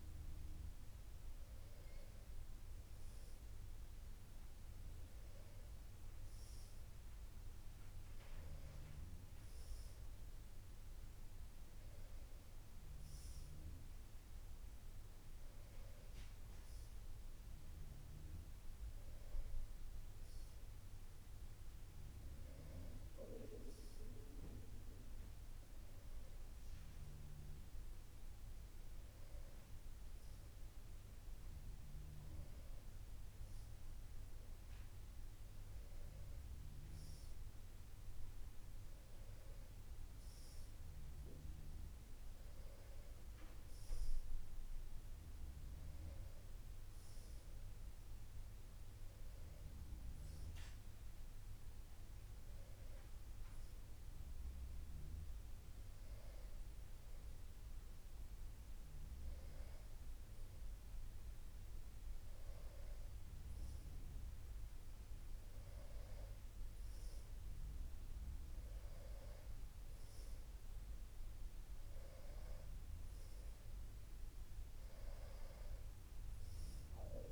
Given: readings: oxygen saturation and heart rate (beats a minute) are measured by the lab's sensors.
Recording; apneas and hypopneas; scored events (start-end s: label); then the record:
a person awake in a sleep study, hard to hear, by a room microphone; none
none scored
From the record:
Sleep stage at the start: awake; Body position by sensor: on the back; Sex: female